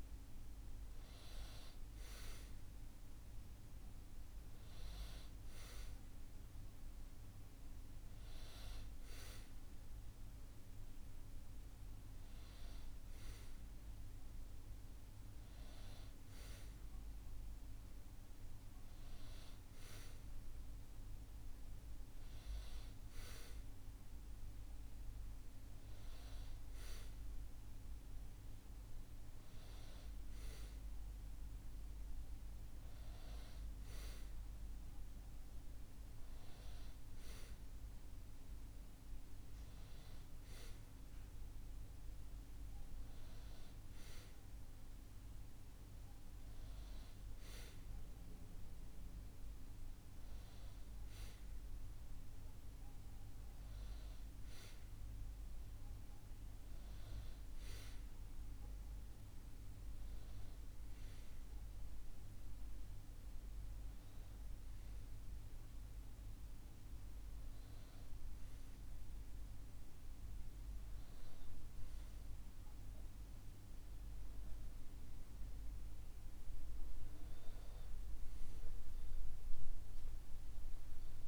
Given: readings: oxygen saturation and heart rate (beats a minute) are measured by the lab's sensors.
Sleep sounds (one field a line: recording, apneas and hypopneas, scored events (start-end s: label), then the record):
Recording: breathing in sleep, hard to hear, by a room microphone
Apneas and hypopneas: none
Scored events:
0.50-10.50 s: oxygen desaturation (device-marked, oxygen 98% before, 94% lowest, heart rate 77 before, 74 extreme)
From the record:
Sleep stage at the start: N1 (lightest sleep)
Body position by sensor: on the back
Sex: male